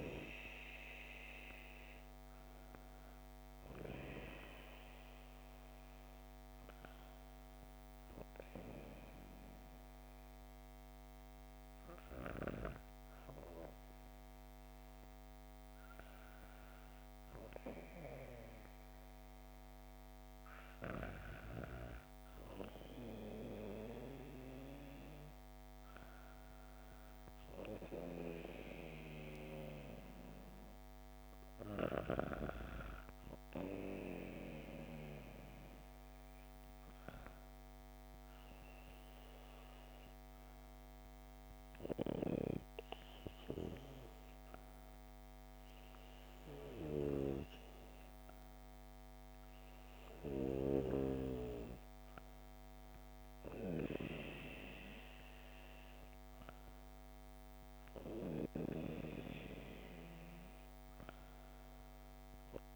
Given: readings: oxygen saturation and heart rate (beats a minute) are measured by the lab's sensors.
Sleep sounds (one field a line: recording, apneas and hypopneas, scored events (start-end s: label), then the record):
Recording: breathing in sleep by a microphone on the trachea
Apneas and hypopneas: none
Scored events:
none scored
From the record:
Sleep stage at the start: N2 (light sleep)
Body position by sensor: on the back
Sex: female